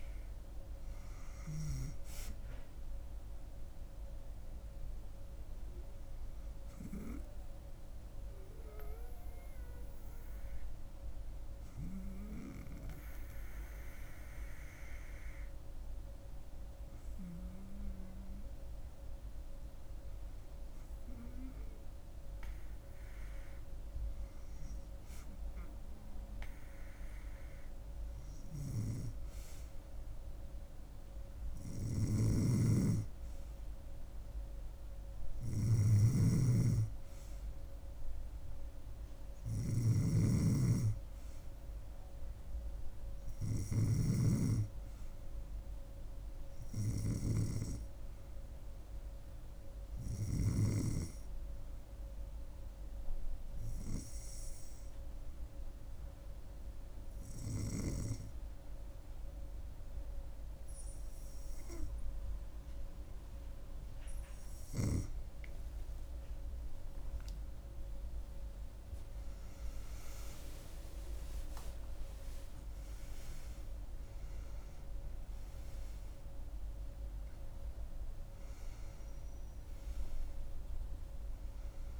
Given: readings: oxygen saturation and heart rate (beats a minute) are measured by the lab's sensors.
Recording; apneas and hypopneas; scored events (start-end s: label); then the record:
breathing in sleep by a room microphone; 1
0.00-13.00 s: oxygen desaturation (device-marked, oxygen 92% lowest, heart rate 66 extreme)
31.50-44.00 s: snoring (device-marked)
52.50-64.50 s: hypopnea (oxygen 96% before, 94% lowest, heart rate 74 before, 77 extreme, up 20 after)
72.00-82.00 s: new sleep stage, awake
From the record:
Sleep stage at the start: N3 (deep sleep); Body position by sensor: on the back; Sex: female